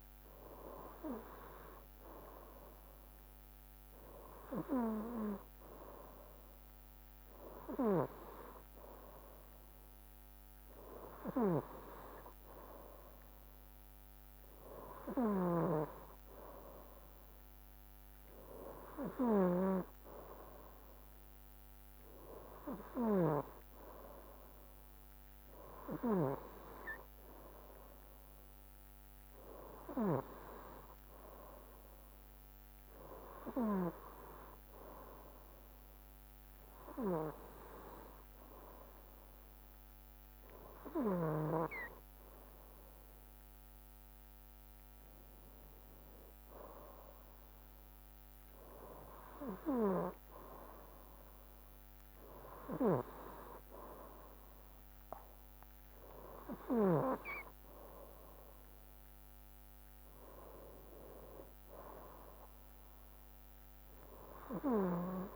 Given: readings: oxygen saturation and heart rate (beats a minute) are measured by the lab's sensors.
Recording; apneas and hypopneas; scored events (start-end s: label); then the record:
breathing in sleep by a microphone on the trachea; none
none scored
From the record:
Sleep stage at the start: N2 (light sleep); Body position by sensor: on the right side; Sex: male